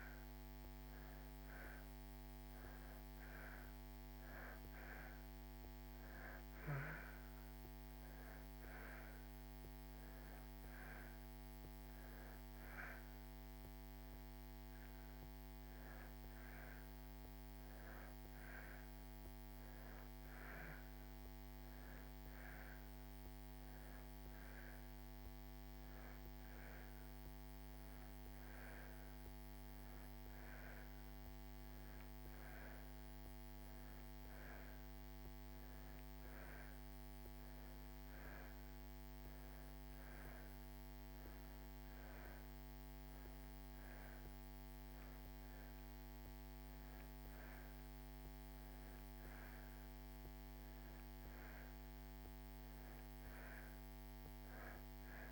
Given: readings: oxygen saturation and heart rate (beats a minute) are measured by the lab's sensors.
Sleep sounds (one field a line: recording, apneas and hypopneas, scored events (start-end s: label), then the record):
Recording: breathing in sleep, hard to hear, by a microphone on the trachea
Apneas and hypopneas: none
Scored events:
none scored
From the record:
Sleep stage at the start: N2 (light sleep)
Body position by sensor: on the back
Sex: male